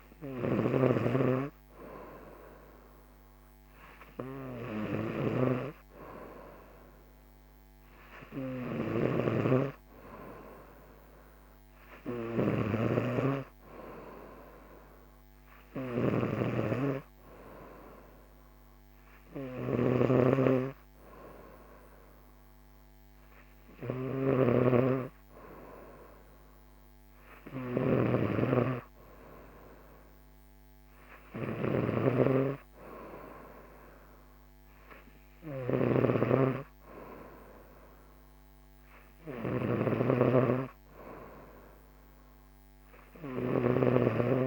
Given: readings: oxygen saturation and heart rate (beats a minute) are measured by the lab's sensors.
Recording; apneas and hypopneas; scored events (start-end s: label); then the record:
breathing in sleep by a microphone on the trachea; none
0.00-44.47 s: snoring (device-marked)
From the record:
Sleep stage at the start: N3 (deep sleep); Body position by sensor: on the right side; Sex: female